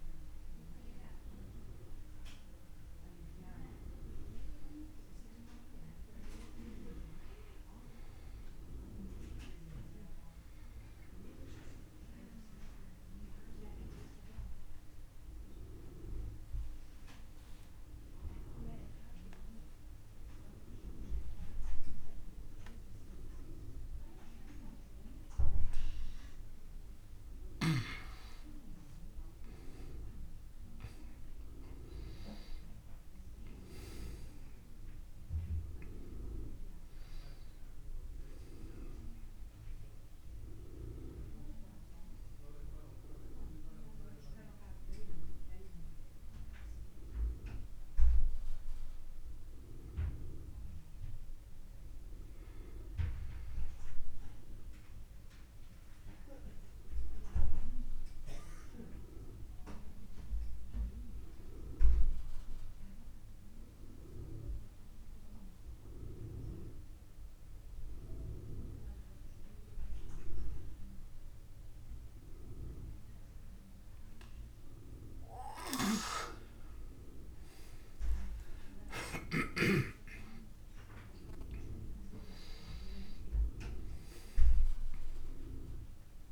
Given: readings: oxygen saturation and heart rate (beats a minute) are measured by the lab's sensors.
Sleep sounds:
breathing in sleep by a room microphone; 2
0.00-14.50 s: oxygen desaturation (device-marked, oxygen 93% lowest)
0.50-4.00 s: arousal
7.00-26.00 s: obstructive apnea (oxygen 99% before, 92% lowest, heart rate 33 before, 46 extreme, up 39 after)
28.50-33.00 s: arousal
32.50-62.50 s: oxygen desaturation (device-marked, oxygen 98% before, 92% lowest)
54.00-75.00 s: obstructive apnea (oxygen 98% before, 91% lowest)
76.50-80.50 s: arousal
78.50-86.31 s: oxygen desaturation (device-marked, oxygen 98% before, 91% lowest)
From the record:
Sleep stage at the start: N2 (light sleep); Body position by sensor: on the back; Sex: male

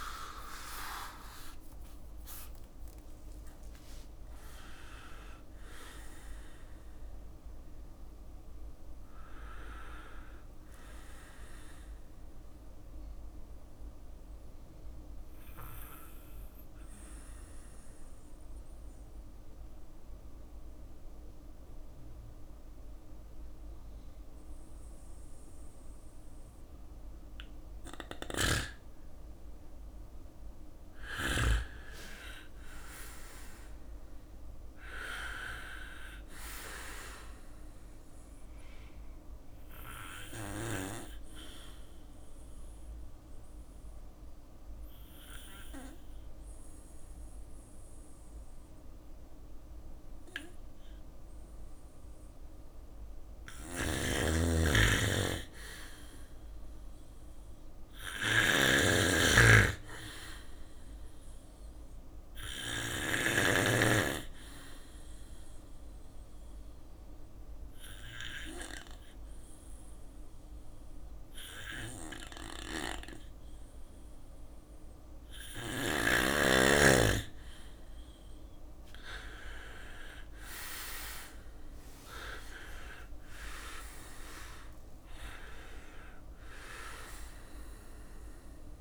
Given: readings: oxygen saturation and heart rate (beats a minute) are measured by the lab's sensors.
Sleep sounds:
breathing in sleep by a room microphone; 3
6.00-19.00 s: drop in pulse transit time (device-marked, heart rate 60 before, 57 extreme)
11.00-28.00 s: bradycardia (device-marked, heart rate 59 before, 57 extreme)
12.50-26.50 s: obstructive apnea (oxygen 98% before, 95% lowest, heart rate 62 before, 55 extreme, up 4 after)
30.50-35.00 s: arousal
32.00-43.00 s: drop in pulse transit time (device-marked, heart rate 58 before, 55 extreme)
34.00-59.00 s: bradycardia (device-marked, heart rate 59 before, 55 extreme)
38.00-51.00 s: obstructive apnea (oxygen 99% before, 93% lowest, heart rate 59 before, 56 extreme, up 3 after)
52.00-62.00 s: snoring (device-marked)
53.50-57.00 s: arousal
60.00-77.00 s: bradycardia (device-marked, heart rate 59 before, 56 extreme)
63.00-74.50 s: obstructive apnea (oxygen 99% before, 93% lowest, heart rate 58 before, 56 extreme, up 8 after)
76.50-81.00 s: arousal
81.00-88.81 s: oxygen desaturation (device-marked, oxygen 97% before, 93% lowest, heart rate 57 before, 56 extreme)
82.00-88.81 s: drop in pulse transit time (device-marked, heart rate 58 before, 58 extreme)
From the record:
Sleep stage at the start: N2 (light sleep); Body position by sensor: on the back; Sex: male

